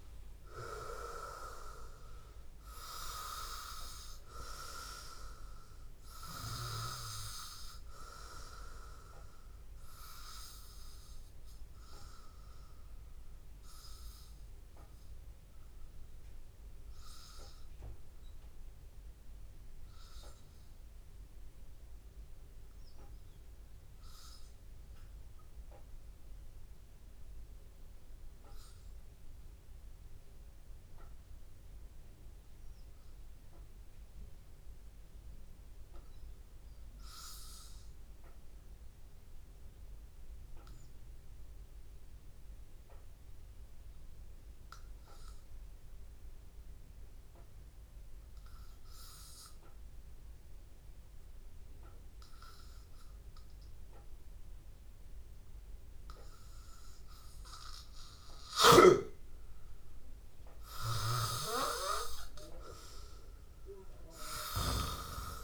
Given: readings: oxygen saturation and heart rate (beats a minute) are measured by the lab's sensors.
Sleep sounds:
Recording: breathing in sleep by a room microphone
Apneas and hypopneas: 1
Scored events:
0.00-1.00 s: arousal
0.00-28.50 s: oxygen desaturation (device-marked, oxygen 89% lowest, heart rate 81 extreme)
8.00-10.00 s: long interval between heartbeats (device-marked, heart rate 85 before, 87 extreme)
13.50-58.00 s: obstructive apnea (oxygen 97% before, 89% lowest, heart rate 86 before, 81 extreme, up 1 after)
48.50-65.44 s: oxygen desaturation (device-marked, oxygen 98% before, 89% lowest, heart rate 84 before, 82 extreme)
62.00-65.44 s: arousal
From the record:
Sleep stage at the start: N2 (light sleep)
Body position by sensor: on the back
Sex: male

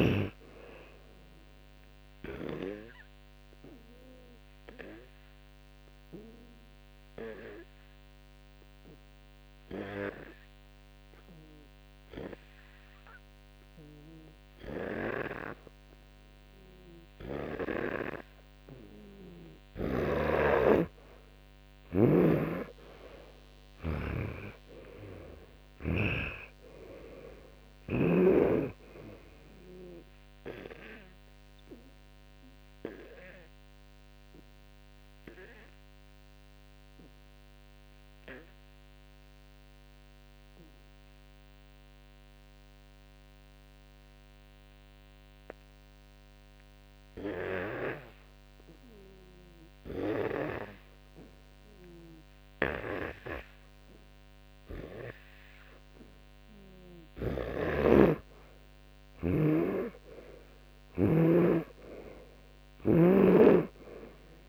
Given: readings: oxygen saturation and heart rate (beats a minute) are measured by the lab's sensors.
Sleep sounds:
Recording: breathing in sleep by a microphone on the trachea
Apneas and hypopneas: 2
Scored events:
1.50-28.50 s: oxygen desaturation (device-marked, oxygen 98% before, 92% lowest, heart rate 59 before, 54 extreme)
5.00-18.50 s: hypopnea (oxygen 98% before, 91% lowest, heart rate 61 before, 54 extreme, up 33 after)
22.00-26.00 s: snoring (device-marked)
23.00-27.50 s: arousal
37.50-50.00 s: obstructive apnea (oxygen 95% before, 91% lowest, heart rate 71 before, 55 extreme, up 2 after)
53.00-57.50 s: arousal
57.00-61.00 s: snoring (device-marked)
From the record:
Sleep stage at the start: N2 (light sleep)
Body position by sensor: on the back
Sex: male

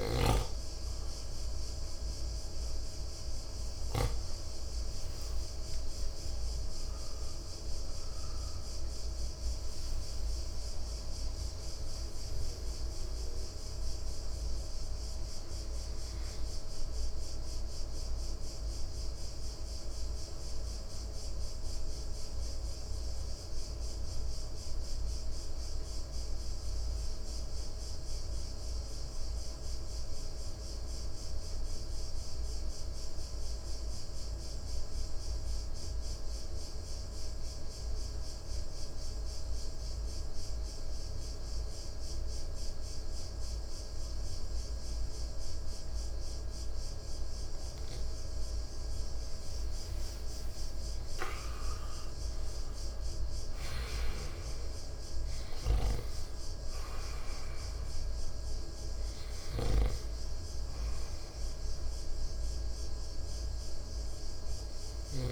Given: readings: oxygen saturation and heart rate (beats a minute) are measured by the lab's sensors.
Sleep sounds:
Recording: breathing in sleep, hard to hear, by a room microphone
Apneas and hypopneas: 1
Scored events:
6.50-11.50 s: arousal
19.00-48.50 s: mixed apnea (oxygen 96% before, 88% lowest, heart rate 64 before, 55 extreme, up 8 after)
38.50-65.32 s: oxygen desaturation (device-marked, oxygen 98% before, 88% lowest, heart rate 57 before, 54 extreme)
50.00-54.00 s: arousal
54.00-60.00 s: snoring (device-marked)
From the record:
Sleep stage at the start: N2 (light sleep)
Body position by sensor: on the right side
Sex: male

